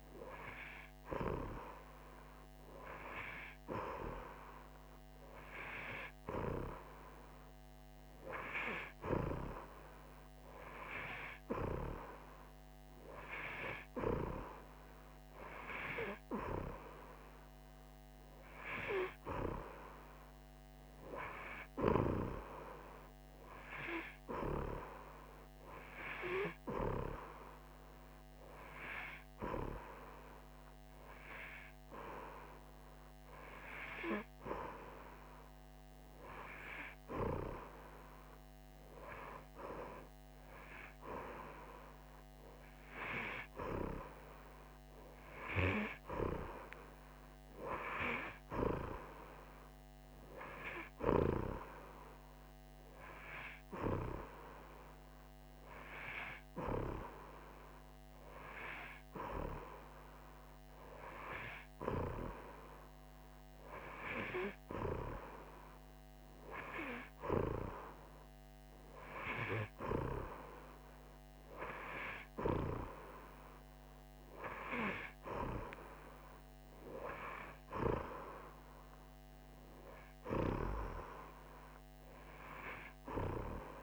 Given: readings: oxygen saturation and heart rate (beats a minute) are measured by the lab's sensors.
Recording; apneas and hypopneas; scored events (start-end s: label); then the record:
breathing in sleep by a microphone on the trachea; 1
24.00-36.50 s: hypopnea (oxygen 90% before, 87% lowest, heart rate 163 before, 116 extreme, up 60 after)
38.00-41.00 s: arousal
From the record:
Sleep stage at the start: N2 (light sleep); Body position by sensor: on the right side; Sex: female